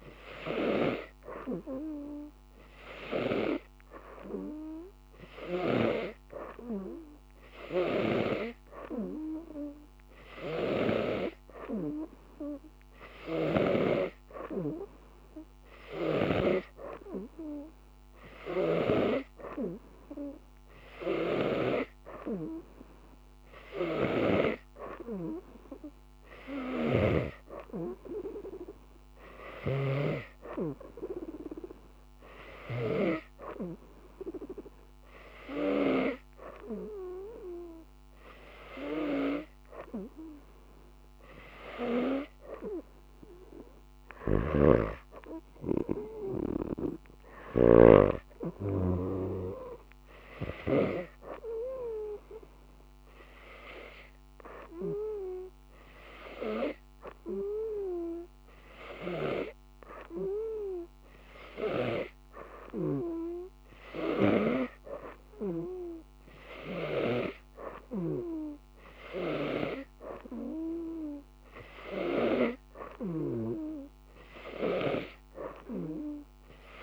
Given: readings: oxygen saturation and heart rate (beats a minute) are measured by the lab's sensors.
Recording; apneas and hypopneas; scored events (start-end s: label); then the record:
breathing in sleep by a microphone on the trachea; none
24.00-27.50 s: snoring (device-marked)
44.50-48.00 s: snoring (device-marked)
From the record:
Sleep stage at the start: N2 (light sleep); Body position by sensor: on the right side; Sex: female